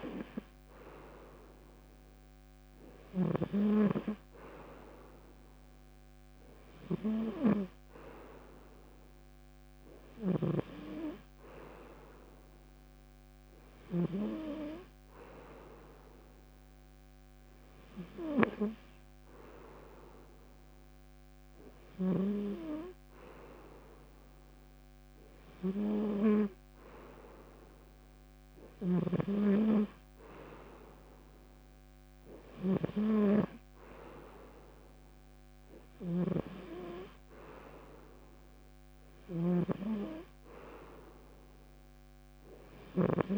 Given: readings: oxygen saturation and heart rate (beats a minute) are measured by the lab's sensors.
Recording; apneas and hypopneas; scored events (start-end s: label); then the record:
breathing in sleep by a microphone on the trachea; none
28.00-43.00 s: snoring (device-marked)
From the record:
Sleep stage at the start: N2 (light sleep); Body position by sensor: on the front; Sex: male